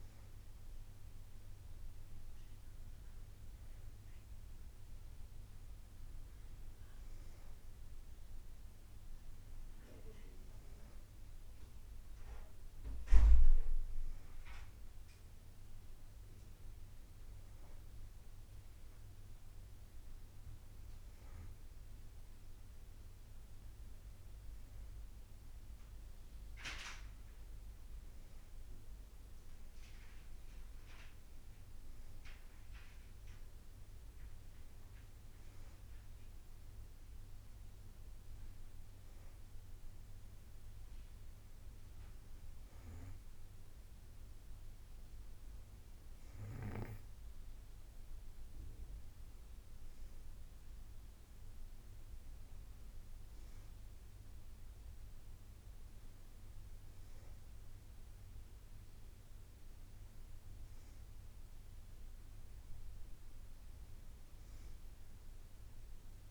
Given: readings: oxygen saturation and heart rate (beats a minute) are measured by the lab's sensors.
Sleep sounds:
breathing in sleep by a room microphone; none
none scored
From the record:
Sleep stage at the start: N2 (light sleep); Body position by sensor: on the back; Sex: female

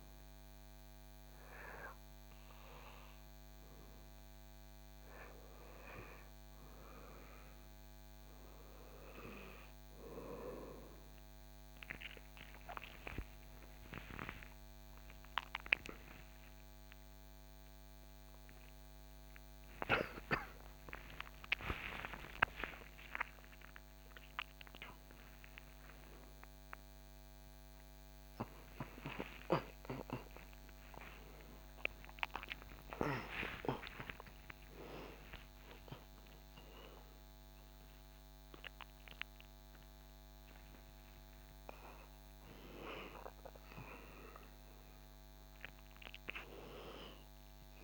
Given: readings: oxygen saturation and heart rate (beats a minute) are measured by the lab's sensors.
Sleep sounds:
a person awake in a sleep study, by a microphone on the trachea; none
none scored
From the record:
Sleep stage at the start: awake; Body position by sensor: on the back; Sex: male

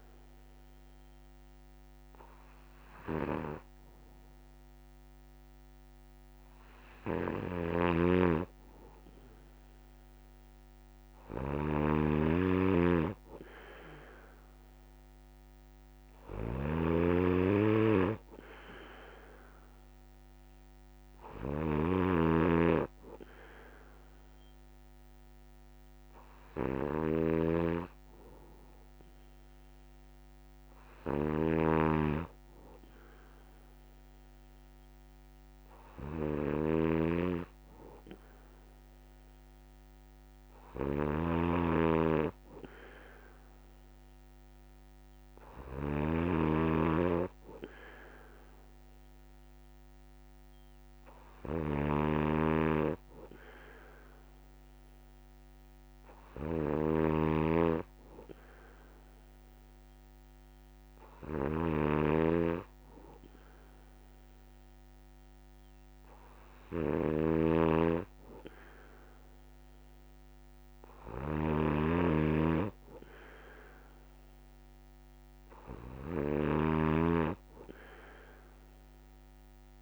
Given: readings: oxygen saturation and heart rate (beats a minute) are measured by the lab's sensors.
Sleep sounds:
breathing in sleep by a microphone on the trachea; none
7.00-79.82 s: snoring (device-marked)
From the record:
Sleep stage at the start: N3 (deep sleep); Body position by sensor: on the back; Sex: male

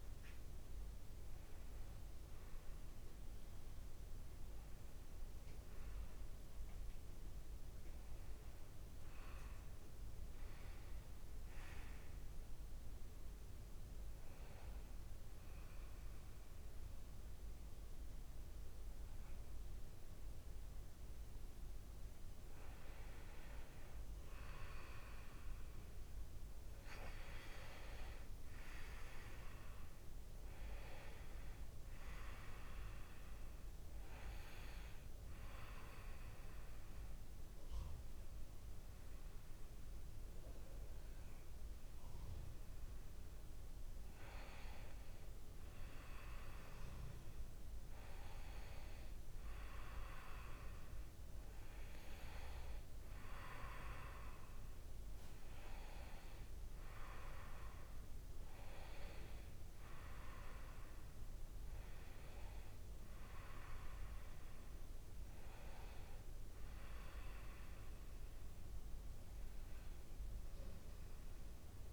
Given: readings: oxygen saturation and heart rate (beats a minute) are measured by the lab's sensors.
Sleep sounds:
a person partly awake in a sleep study, by a room microphone; 2
11.50-71.93 s: new sleep stage, N2 (light sleep)
12.50-23.00 s: obstructive apnea (oxygen 97% before, 94% lowest, heart rate 69 before, 60 extreme, up 3 after)
28.00-31.00 s: arousal
35.00-46.00 s: obstructive apnea (oxygen 97% before, 94% lowest, heart rate 62 before, 62 extreme, up 3 after)
55.50-59.50 s: arousal
From the record:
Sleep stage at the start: awake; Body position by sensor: on the back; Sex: male

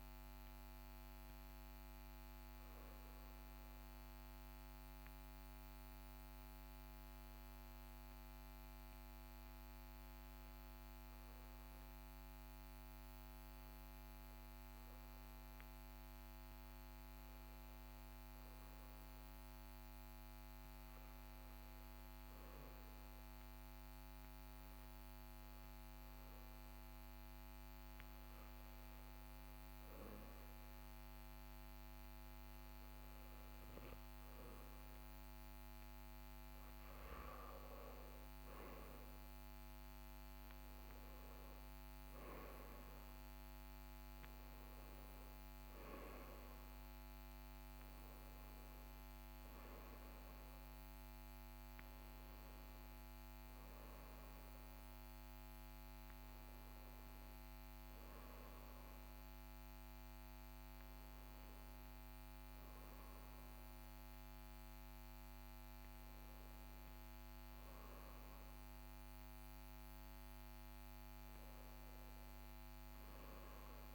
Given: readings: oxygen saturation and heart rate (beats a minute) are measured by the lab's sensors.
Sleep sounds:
breathing in sleep, hard to hear, by a microphone on the trachea; 1
6.50-33.00 s: hypopnea (oxygen 99% before, 95% lowest, heart rate 41 before, 39 extreme, up 2 after)
39.00-44.50 s: arousal
From the record:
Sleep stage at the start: REM sleep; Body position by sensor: on the back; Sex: male

